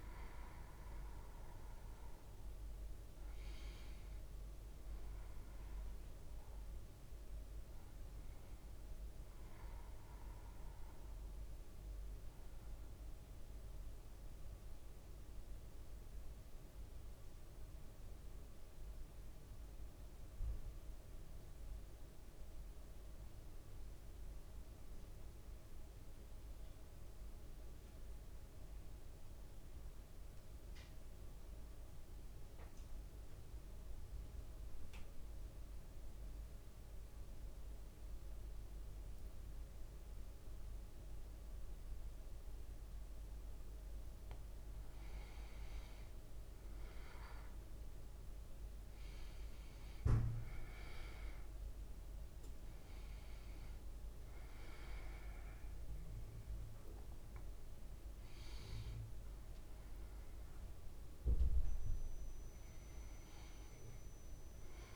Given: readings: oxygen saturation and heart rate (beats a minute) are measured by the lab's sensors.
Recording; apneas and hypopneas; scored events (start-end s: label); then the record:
breathing in sleep, hard to hear, by a room microphone; 1
0.00-18.50 s: oxygen desaturation (device-marked, oxygen 94% lowest, heart rate 54 extreme)
14.50-43.50 s: central apnea (oxygen 98% before, 93% lowest, heart rate 55 before, 55 extreme, up 4 after)
46.50-64.96 s: oxygen desaturation (device-marked, oxygen 100% before, 93% lowest, heart rate 56 before, 55 extreme)
48.00-52.50 s: arousal
From the record:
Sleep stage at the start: REM sleep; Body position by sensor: on the back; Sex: male